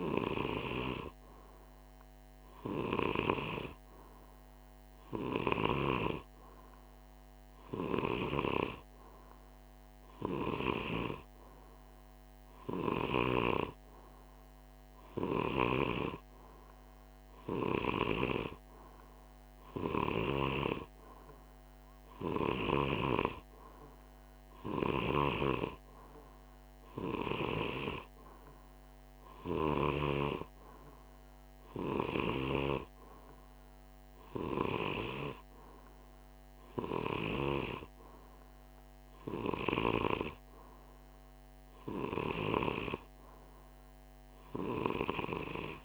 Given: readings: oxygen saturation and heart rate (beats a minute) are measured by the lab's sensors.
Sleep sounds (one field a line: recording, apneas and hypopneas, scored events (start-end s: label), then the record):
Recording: breathing in sleep by a microphone on the trachea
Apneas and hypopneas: none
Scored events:
none scored
From the record:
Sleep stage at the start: N2 (light sleep)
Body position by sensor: on the right side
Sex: male